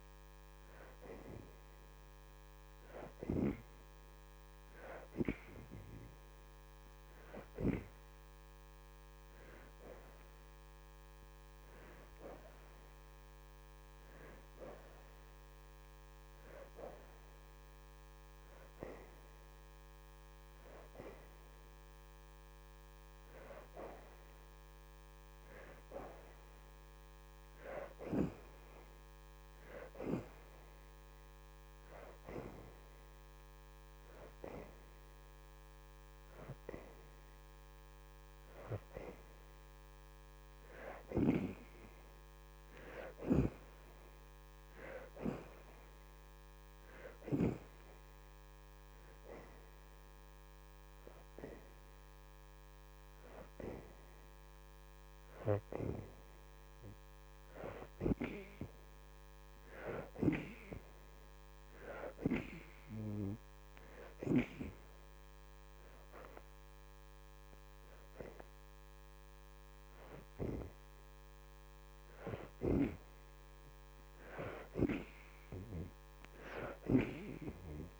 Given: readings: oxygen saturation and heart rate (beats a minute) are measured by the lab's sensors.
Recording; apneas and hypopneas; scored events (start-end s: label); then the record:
breathing in sleep by a microphone on the trachea; none
1.00-16.00 s: oxygen desaturation (device-marked, oxygen 71% before, 60% lowest, heart rate 85 before, 81 extreme)
18.00-32.00 s: oxygen desaturation (device-marked, oxygen 73% before, 64% lowest, heart rate 85 before, 82 extreme)
53.00-63.00 s: oxygen desaturation (device-marked, oxygen 72% before, 62% lowest, heart rate 85 before, 82 extreme)
65.00-78.00 s: oxygen desaturation (device-marked, oxygen 71% before, 60% lowest, heart rate 85 before, 84 extreme)
From the record:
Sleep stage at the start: N2 (light sleep); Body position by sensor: on the back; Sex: female